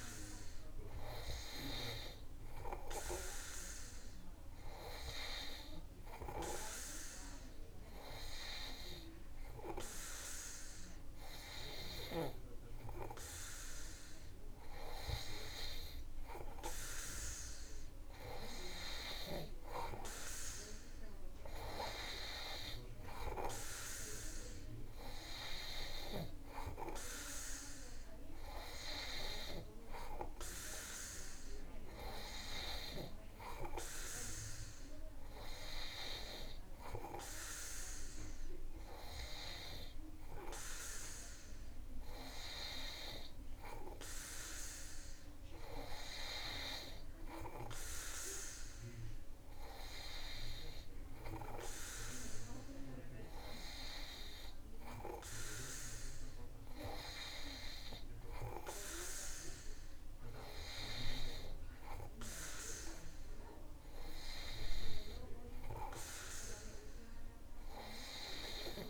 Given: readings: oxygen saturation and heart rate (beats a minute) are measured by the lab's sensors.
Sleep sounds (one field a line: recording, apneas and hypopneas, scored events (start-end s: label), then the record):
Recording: breathing in sleep by a room microphone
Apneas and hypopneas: none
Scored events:
none scored
From the record:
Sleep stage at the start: N2 (light sleep)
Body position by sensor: on the back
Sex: male